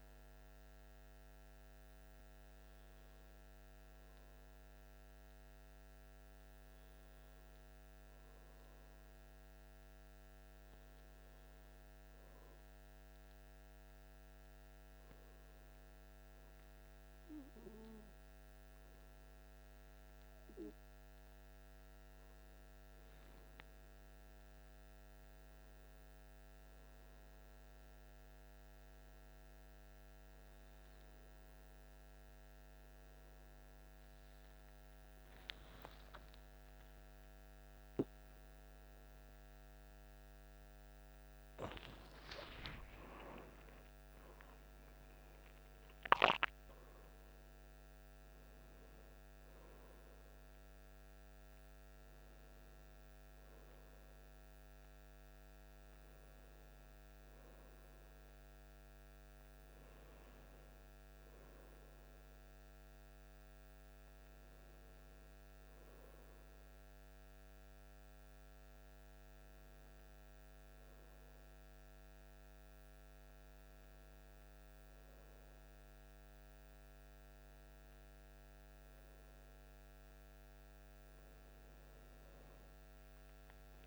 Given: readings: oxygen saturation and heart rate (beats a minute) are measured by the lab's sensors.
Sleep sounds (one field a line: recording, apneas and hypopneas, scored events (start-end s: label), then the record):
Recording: breathing in sleep, hard to hear, by a microphone on the trachea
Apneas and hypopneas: none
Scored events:
38.00-44.00 s: arousal
83.00-83.87 s: new sleep stage, awake
From the record:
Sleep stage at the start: N1 (lightest sleep)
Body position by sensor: on the back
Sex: male